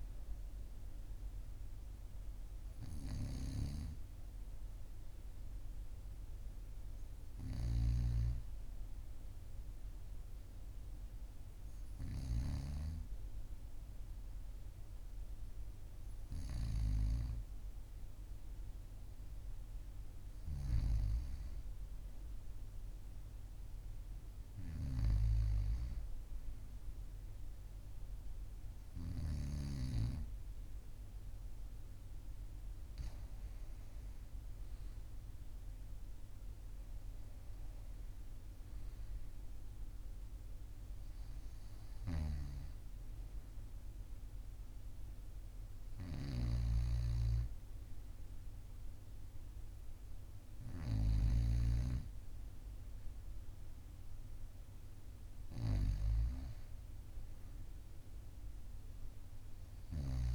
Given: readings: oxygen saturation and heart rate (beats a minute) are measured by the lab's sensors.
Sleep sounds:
breathing in sleep by a room microphone; none
none scored
From the record:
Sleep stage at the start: N2 (light sleep); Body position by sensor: on the right side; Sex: male

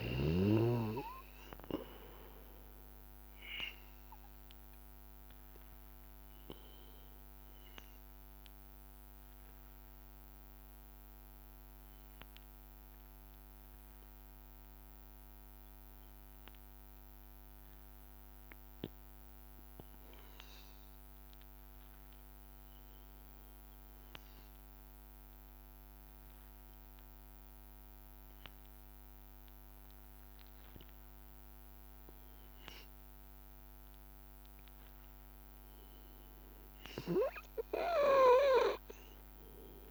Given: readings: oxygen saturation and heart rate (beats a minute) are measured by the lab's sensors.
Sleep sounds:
breathing in sleep by a microphone on the trachea; 1
0.00-16.00 s: oxygen desaturation (device-marked, oxygen 93% lowest, heart rate 82 extreme)
7.00-27.00 s: hypopnea (oxygen 97% before, 91% lowest, heart rate 84 before, 83 extreme, up 0 after)
28.00-39.91 s: oxygen desaturation (device-marked, oxygen 98% before, 91% lowest, heart rate 83 before, 82 extreme)
29.00-32.00 s: arousal
From the record:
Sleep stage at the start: N2 (light sleep); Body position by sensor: on the back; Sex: male

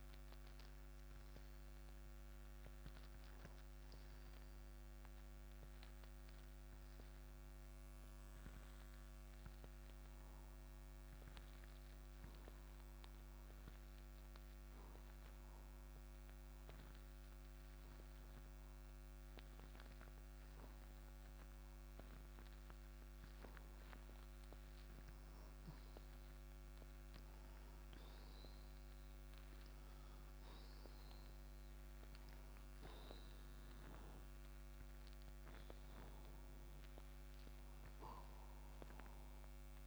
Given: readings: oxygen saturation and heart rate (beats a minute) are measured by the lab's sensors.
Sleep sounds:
breathing in sleep, hard to hear, by a microphone on the trachea; 1
0.00-10.00 s: oxygen desaturation (device-marked, oxygen 89% lowest, heart rate 77 extreme)
11.00-23.00 s: obstructive apnea (oxygen 95% before, 91% lowest, heart rate 154 before, 77 extreme)
27.00-31.50 s: arousal
34.00-39.87 s: oxygen desaturation (device-marked, oxygen 97% before, 91% lowest, heart rate 136 before, 65 extreme)
From the record:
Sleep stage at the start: N2 (light sleep); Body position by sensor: on the right side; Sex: male

